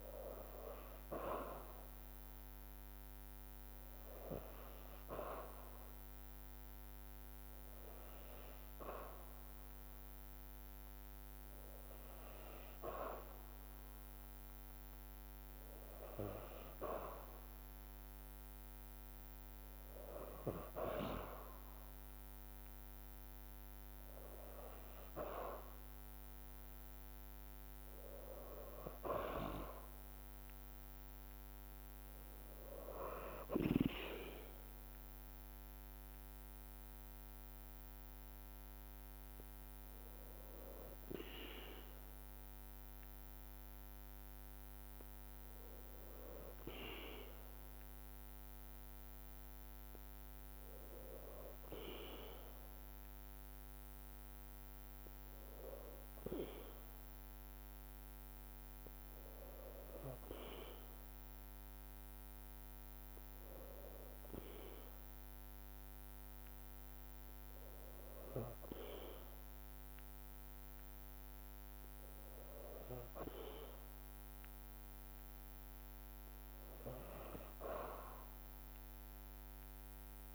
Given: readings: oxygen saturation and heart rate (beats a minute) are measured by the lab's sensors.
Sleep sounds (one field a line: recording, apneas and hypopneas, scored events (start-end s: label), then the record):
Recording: breathing in sleep by a microphone on the trachea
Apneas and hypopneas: 1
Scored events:
1.00-18.00 s: oxygen desaturation (device-marked, oxygen 92% before, 86% lowest, heart rate 56 before, 57 extreme)
35.00-49.00 s: drop in pulse transit time (device-marked, heart rate 58 before, 53 extreme)
41.00-46.00 s: arousal
65.00-76.00 s: hypopnea (oxygen 99% before, 95% lowest, heart rate 54 before, 54 extreme, up 0 after)
From the record:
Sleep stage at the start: N2 (light sleep)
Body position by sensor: on the back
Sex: female